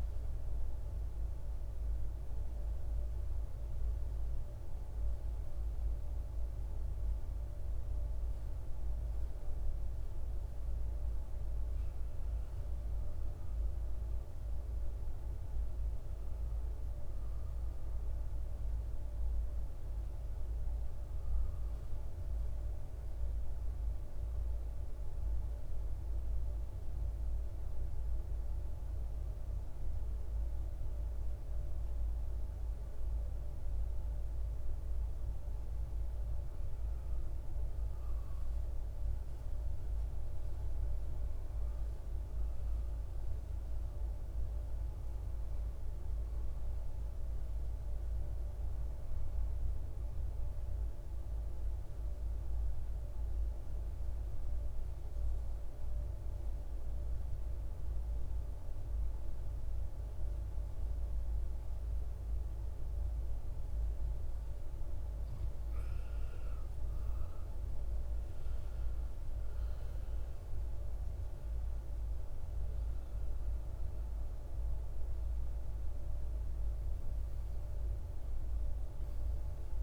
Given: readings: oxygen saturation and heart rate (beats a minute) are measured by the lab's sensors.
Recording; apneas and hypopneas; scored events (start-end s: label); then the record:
breathing in sleep, hard to hear, by a room microphone; 2
15.50-20.50 s: arousal
25.50-37.00 s: obstructive apnea (oxygen 96% before, 91% lowest, heart rate 63 before, 57 extreme, up 2 after)
39.00-42.50 s: arousal
50.50-63.50 s: obstructive apnea (oxygen 96% before, 91% lowest, heart rate 60 before, 57 extreme, up 15 after)
65.50-70.00 s: arousal
71.00-79.83 s: oxygen desaturation (device-marked, oxygen 96% before, 91% lowest, heart rate 61 before, 54 extreme)
From the record:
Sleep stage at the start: N2 (light sleep); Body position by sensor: on the right side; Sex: male